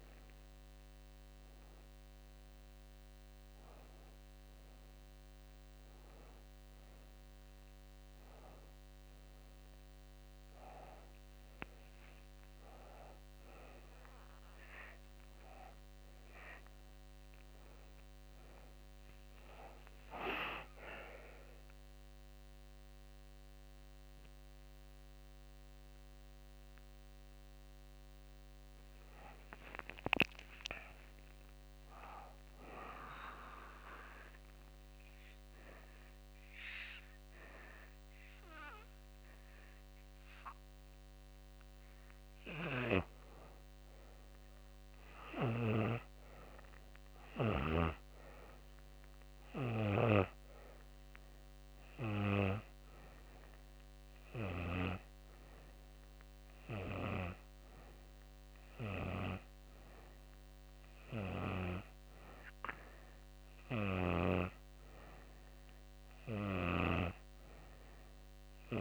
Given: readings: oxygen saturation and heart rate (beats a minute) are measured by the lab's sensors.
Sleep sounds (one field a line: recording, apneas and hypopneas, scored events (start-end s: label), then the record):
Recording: breathing in sleep by a microphone on the trachea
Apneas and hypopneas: 1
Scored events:
20.00-26.00 s: arousal
32.00-42.00 s: obstructive apnea (oxygen 95% before, 88% lowest, heart rate 92 before, 82 extreme, up 1 after)
44.50-48.00 s: arousal
45.50-55.50 s: oxygen desaturation (device-marked, oxygen 96% before, 88% lowest, heart rate 90 before, 82 extreme)
From the record:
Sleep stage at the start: N2 (light sleep)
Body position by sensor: on the back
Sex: female